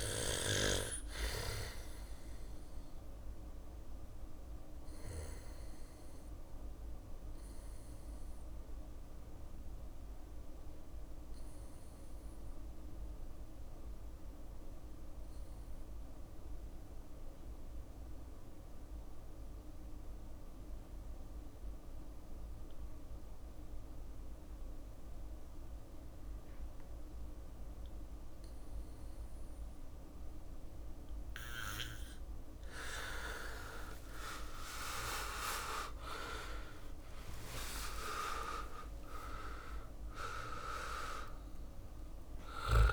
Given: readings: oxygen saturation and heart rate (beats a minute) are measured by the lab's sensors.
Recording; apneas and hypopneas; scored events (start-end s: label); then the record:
breathing in sleep by a room microphone; 1
3.50-26.50 s: bradycardia (device-marked, heart rate 62 before, 54 extreme)
3.50-29.50 s: obstructive apnea (oxygen 98% before, 87% lowest, heart rate 62 before, 54 extreme, up 15 after)
11.50-21.50 s: drop in pulse transit time (device-marked, heart rate 61 before, 54 extreme)
30.50-42.93 s: oxygen desaturation (device-marked, oxygen 100% before, 90% lowest, heart rate 56 before, 61 extreme)
32.50-37.00 s: arousal
33.50-42.93 s: drop in pulse transit time (device-marked, heart rate 57 before, 65 extreme)
From the record:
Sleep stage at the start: REM sleep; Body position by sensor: on the back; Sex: male